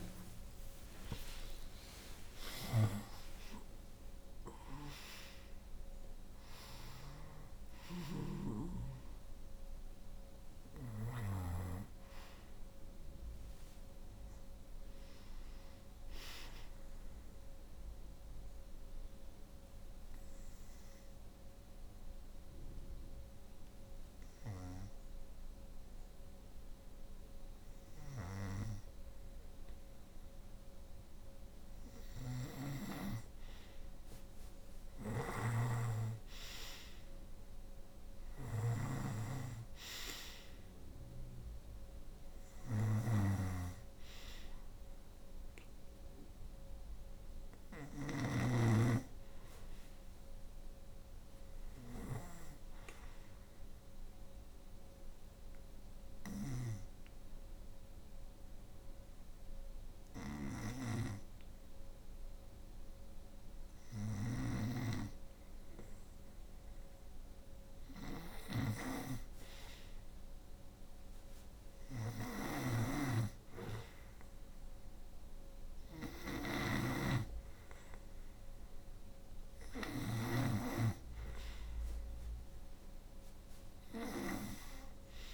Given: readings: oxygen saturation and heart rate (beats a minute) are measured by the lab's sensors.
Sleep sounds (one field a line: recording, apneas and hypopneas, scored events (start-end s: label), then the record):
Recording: breathing in sleep by a room microphone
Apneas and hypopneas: 2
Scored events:
0.00-2.50 s: arousal
0.00-10.50 s: snoring (device-marked)
16.50-31.50 s: obstructive apnea (oxygen 93% before, 89% lowest, heart rate 82 before, 60 extreme, up 9 after)
27.00-85.34 s: snoring (device-marked)
34.00-38.50 s: arousal
41.00-63.00 s: oxygen desaturation (device-marked, oxygen 94% before, 89% lowest, heart rate 63 before, 63 extreme)
53.00-67.00 s: obstructive apnea (oxygen 94% before, 89% lowest, heart rate 66 before, 63 extreme, up 3 after)
69.50-73.50 s: arousal
78.00-85.34 s: oxygen desaturation (device-marked, oxygen 94% before, 89% lowest, heart rate 64 before, 61 extreme)
From the record:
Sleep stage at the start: N2 (light sleep)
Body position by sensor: on the right side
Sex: female